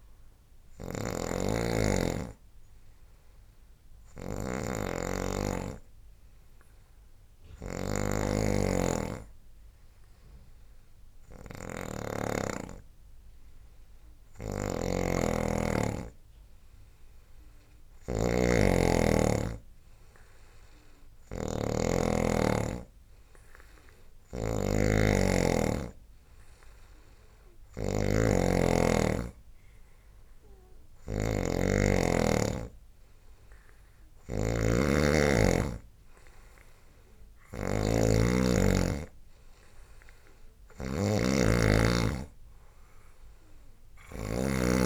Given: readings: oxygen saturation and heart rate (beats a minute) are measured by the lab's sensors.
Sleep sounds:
breathing in sleep by a room microphone; 1
0.00-2.00 s: oxygen desaturation (device-marked, oxygen 93% lowest, heart rate 69 extreme)
0.00-44.86 s: snoring (device-marked)
4.00-16.50 s: hypopnea (oxygen 97% before, 93% lowest, heart rate 73 before, 71 extreme, up 5 after)
19.00-23.00 s: arousal
From the record:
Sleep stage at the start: N2 (light sleep); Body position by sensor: on the right side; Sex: male

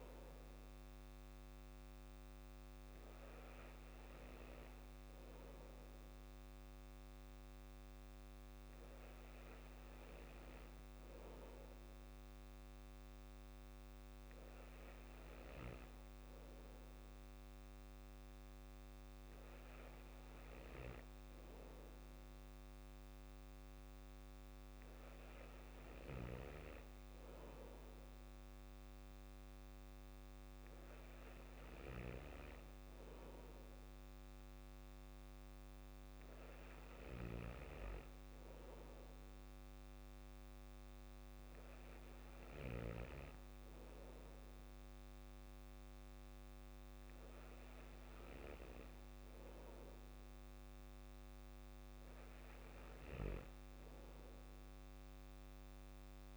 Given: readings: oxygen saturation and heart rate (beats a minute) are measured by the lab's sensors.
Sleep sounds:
breathing in sleep by a microphone on the trachea; none
none scored
From the record:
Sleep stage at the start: N2 (light sleep); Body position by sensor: on the back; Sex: male

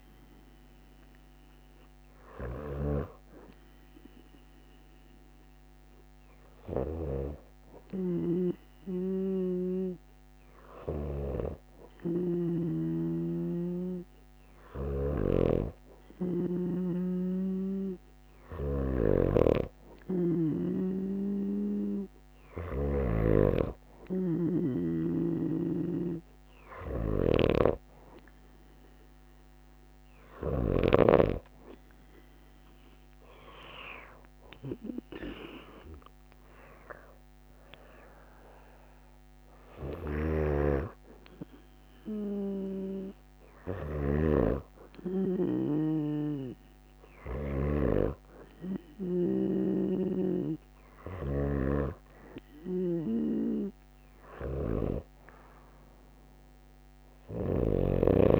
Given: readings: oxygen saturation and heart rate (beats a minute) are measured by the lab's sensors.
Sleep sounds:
breathing in sleep by a microphone on the trachea; none
none scored
From the record:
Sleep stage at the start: N2 (light sleep); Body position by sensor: on the right side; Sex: female

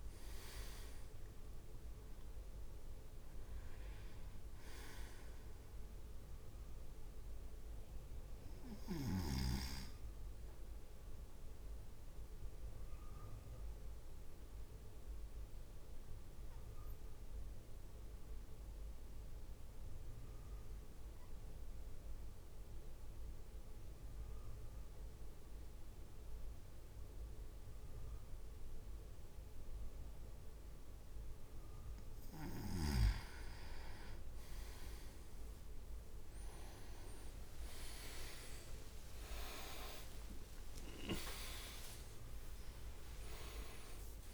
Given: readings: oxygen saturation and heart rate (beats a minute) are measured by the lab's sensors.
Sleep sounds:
breathing in sleep by a room microphone; 1
0.00-8.00 s: drop in pulse transit time (device-marked, heart rate 59 extreme)
11.00-32.00 s: obstructive apnea (oxygen 98% before, 95% lowest, heart rate 60 before, 52 extreme, up 7 after)
36.50-42.00 s: arousal
40.00-44.34 s: drop in pulse transit time (device-marked, heart rate 56 before, 62 extreme)
From the record:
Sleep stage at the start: N2 (light sleep); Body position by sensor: on the right side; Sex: male

